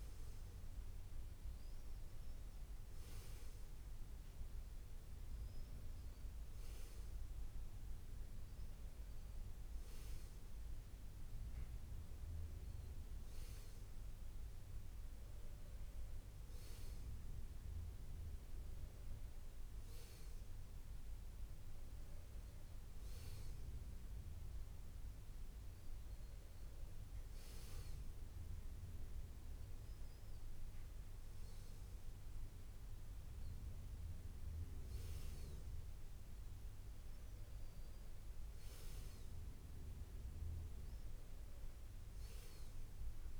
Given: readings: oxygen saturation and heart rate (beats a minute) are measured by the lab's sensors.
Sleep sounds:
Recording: breathing in sleep, hard to hear, by a room microphone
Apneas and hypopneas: none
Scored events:
none scored
From the record:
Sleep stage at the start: N2 (light sleep)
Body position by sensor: on the back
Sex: male

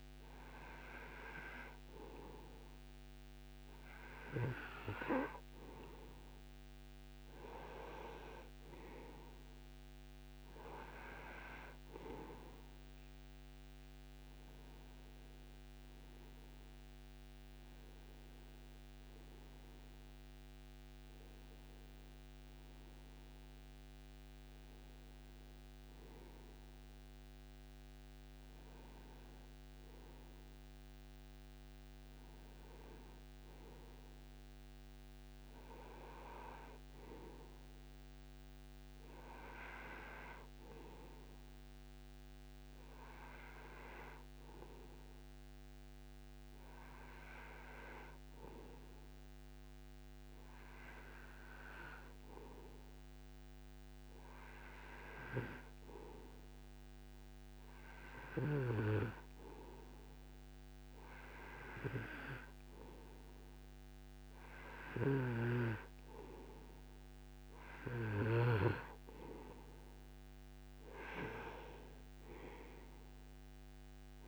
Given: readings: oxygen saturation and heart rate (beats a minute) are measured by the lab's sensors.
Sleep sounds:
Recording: breathing in sleep by a microphone on the trachea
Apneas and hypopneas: none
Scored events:
65.50-69.50 s: snoring (device-marked)
From the record:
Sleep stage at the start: N2 (light sleep)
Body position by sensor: on the right side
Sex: male

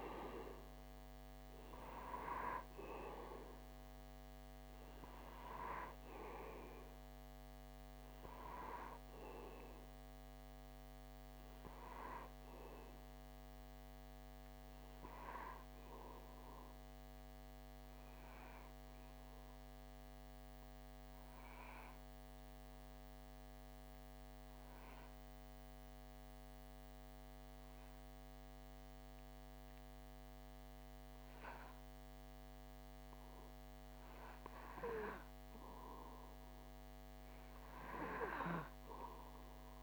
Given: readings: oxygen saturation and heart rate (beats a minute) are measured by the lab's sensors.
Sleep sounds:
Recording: breathing in sleep by a microphone on the trachea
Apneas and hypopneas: 1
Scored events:
0.00-20.50 s: oxygen desaturation (device-marked, oxygen 92% lowest)
16.00-34.50 s: obstructive apnea (oxygen 96% before, 91% lowest)
34.50-39.82 s: oxygen desaturation (device-marked, oxygen 96% before, 91% lowest)
From the record:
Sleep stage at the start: N2 (light sleep)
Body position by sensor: on the back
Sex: male

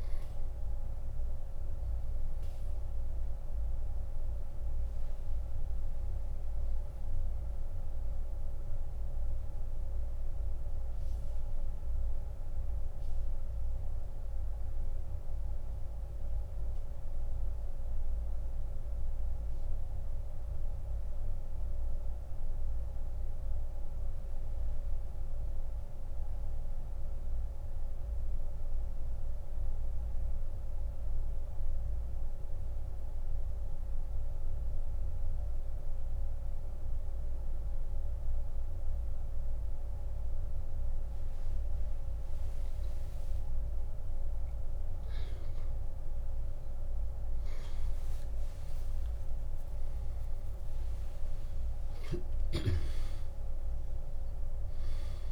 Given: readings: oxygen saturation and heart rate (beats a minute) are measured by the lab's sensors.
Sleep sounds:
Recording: breathing in sleep, hard to hear, by a room microphone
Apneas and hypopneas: 1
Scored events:
0.00-34.50 s: oxygen desaturation (device-marked, oxygen 83% lowest, heart rate 25 extreme)
8.00-41.50 s: central apnea (oxygen 97% before, 83% lowest, heart rate 46 before, 25 extreme, up 15 after)
47.50-51.00 s: arousal
From the record:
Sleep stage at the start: N2 (light sleep)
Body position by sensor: on the back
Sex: male

